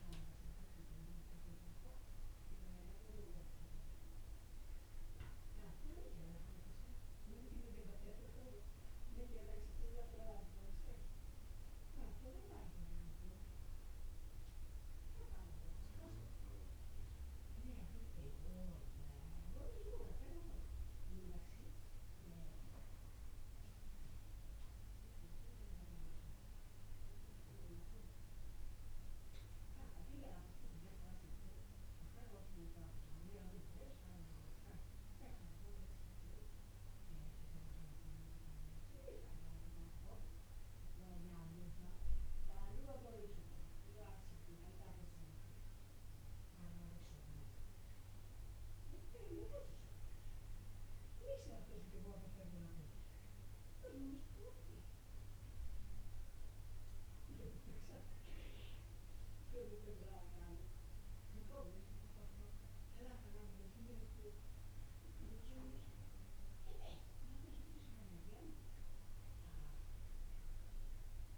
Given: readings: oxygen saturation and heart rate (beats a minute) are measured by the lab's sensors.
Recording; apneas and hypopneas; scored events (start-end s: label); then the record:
breathing in sleep by a room microphone; none
22.00-26.00 s: arousal
From the record:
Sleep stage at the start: N1 (lightest sleep); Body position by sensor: on the back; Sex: male